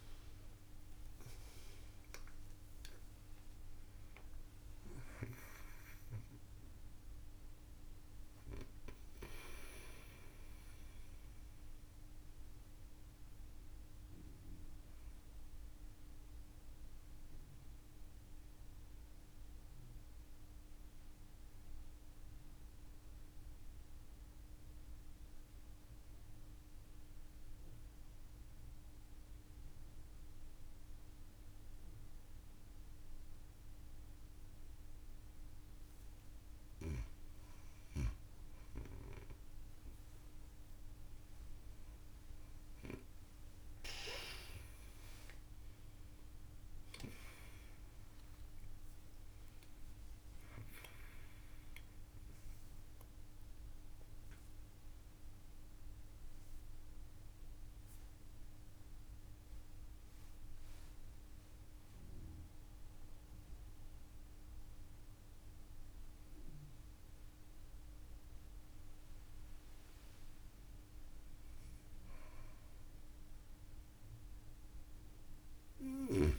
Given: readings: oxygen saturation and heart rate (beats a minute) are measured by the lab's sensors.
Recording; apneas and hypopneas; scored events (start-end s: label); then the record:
breathing in sleep by a room microphone; 2
0.00-4.00 s: arousal
15.50-35.00 s: mixed apnea (oxygen 97% before, 93% lowest)
32.00-34.00 s: long interval between heartbeats (device-marked)
37.50-41.50 s: arousal
40.50-42.50 s: long interval between heartbeats (device-marked)
45.50-76.39 s: oxygen desaturation (device-marked, oxygen 97% before, 93% lowest)
55.50-70.50 s: obstructive apnea (oxygen 97% before, 91% lowest)
73.00-76.00 s: arousal
From the record:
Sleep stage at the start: N2 (light sleep); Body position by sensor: on the back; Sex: female